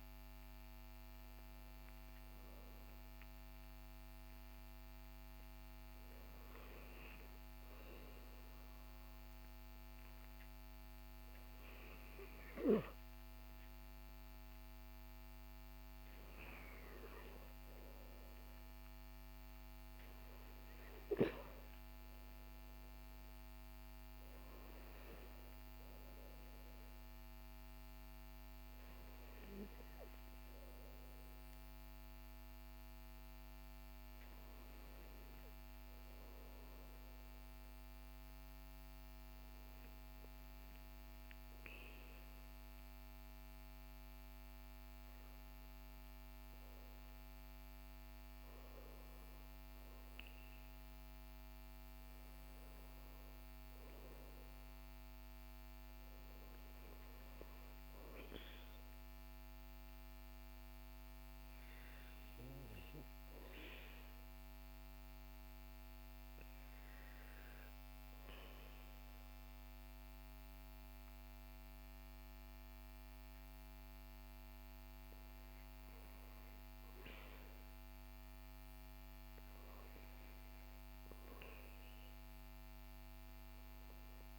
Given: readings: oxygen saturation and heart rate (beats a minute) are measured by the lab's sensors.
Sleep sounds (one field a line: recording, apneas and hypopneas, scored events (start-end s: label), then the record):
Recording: breathing in sleep, hard to hear, by a microphone on the trachea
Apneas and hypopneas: 1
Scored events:
60.00-77.50 s: hypopnea (oxygen 98% before, 96% lowest, heart rate 56 before, 50 extreme, up 6 after)
80.00-84.39 s: arousal
From the record:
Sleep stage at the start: REM sleep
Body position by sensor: on the back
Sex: male